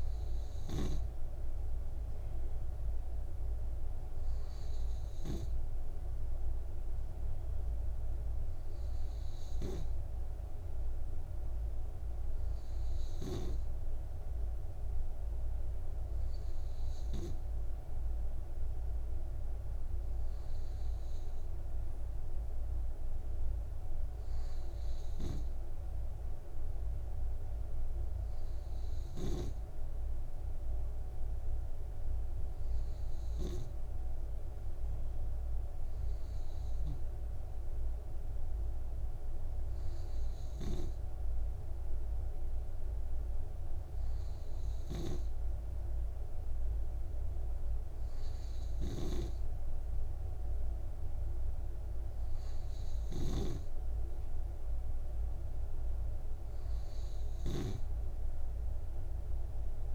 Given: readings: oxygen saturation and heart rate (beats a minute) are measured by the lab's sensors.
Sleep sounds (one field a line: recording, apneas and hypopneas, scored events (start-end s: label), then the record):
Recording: breathing in sleep by a room microphone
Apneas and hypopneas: none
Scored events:
none scored
From the record:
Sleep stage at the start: N2 (light sleep)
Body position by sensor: on the right side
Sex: male